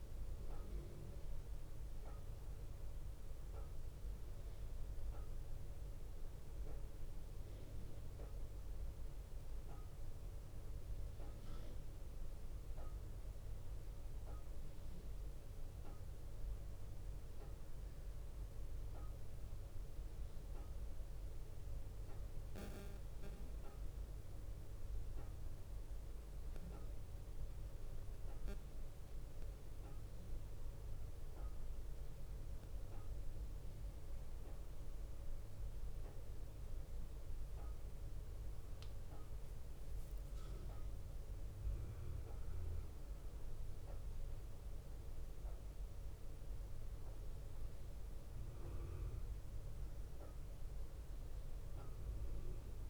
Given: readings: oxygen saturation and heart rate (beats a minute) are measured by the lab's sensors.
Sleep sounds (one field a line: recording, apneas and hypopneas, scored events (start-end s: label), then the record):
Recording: breathing in sleep, hard to hear, by a room microphone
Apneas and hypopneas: none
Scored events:
none scored
From the record:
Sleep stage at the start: N1 (lightest sleep)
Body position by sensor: on the right side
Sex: male